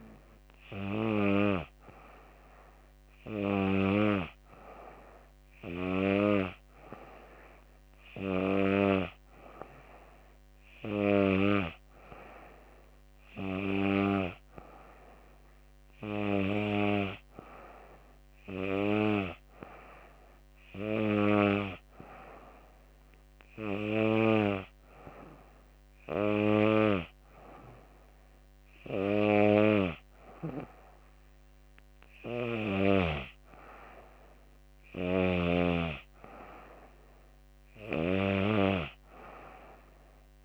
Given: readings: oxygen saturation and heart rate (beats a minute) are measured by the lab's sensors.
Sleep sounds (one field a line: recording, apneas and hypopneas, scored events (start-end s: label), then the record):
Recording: breathing in sleep by a microphone on the trachea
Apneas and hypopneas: none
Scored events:
none scored
From the record:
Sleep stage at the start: N2 (light sleep)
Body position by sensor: on the back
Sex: female